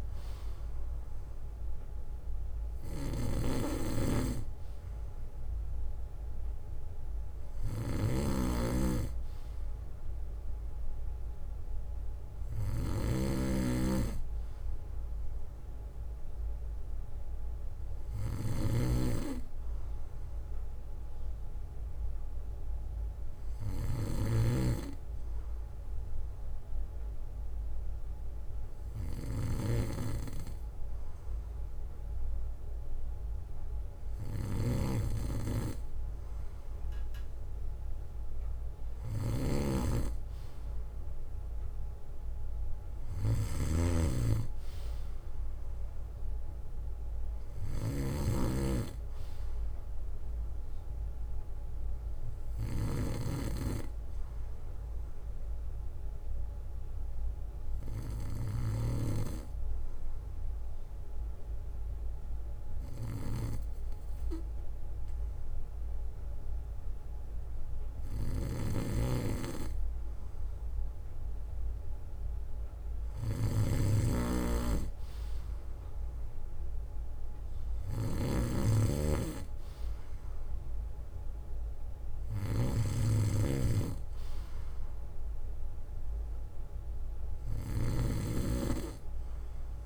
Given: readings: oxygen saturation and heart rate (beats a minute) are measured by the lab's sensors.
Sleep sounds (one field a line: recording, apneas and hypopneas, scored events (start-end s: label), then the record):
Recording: breathing in sleep by a room microphone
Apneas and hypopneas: 1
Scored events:
0.00-24.50 s: snoring (device-marked)
18.00-20.00 s: bradycardia (device-marked, heart rate 62 before, 63 extreme)
24.00-31.00 s: bradycardia (device-marked, heart rate 62 before, 59 extreme)
34.50-53.00 s: snoring (device-marked)
57.50-69.50 s: obstructive apnea (oxygen 95% before, 92% lowest, heart rate 65 before, 57 extreme, up 5 after)
58.00-60.00 s: bradycardia (device-marked, heart rate 62 before, 64 extreme)
68.50-89.86 s: snoring (device-marked)
72.50-76.00 s: arousal
74.00-76.00 s: bradycardia (device-marked, heart rate 62 before, 62 extreme)
From the record:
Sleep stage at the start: N2 (light sleep)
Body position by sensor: on the back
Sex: male